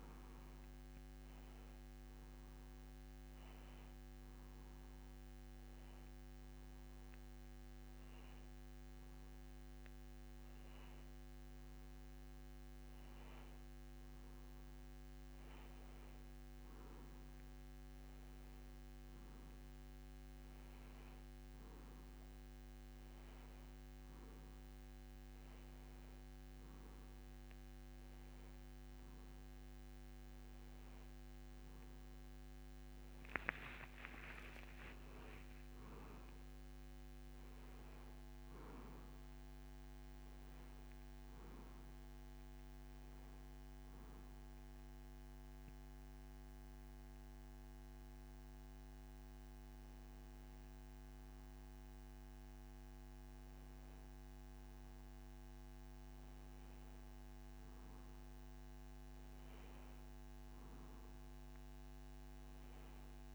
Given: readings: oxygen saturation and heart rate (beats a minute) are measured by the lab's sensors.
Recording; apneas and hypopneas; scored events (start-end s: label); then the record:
breathing in sleep, hard to hear, by a microphone on the trachea; 1
0.00-9.00 s: oxygen desaturation (device-marked, oxygen 93% lowest)
2.00-15.00 s: hypopnea (oxygen 97% before, 92% lowest)
18.00-22.50 s: arousal
33.50-37.50 s: arousal
54.00-63.35 s: new sleep stage, N2 (light sleep)
From the record:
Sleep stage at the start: N1 (lightest sleep); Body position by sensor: on the back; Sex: male